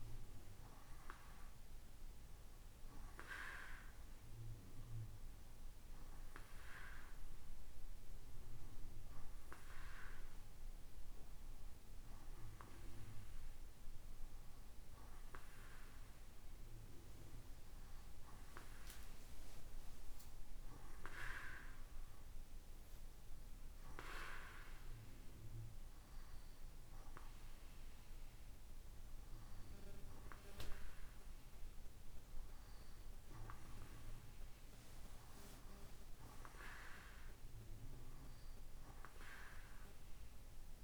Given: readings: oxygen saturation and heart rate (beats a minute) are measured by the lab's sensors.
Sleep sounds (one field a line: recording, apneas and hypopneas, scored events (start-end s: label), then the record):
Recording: breathing in sleep by a room microphone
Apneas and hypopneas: none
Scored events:
none scored
From the record:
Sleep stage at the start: N2 (light sleep)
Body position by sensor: on the right side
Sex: male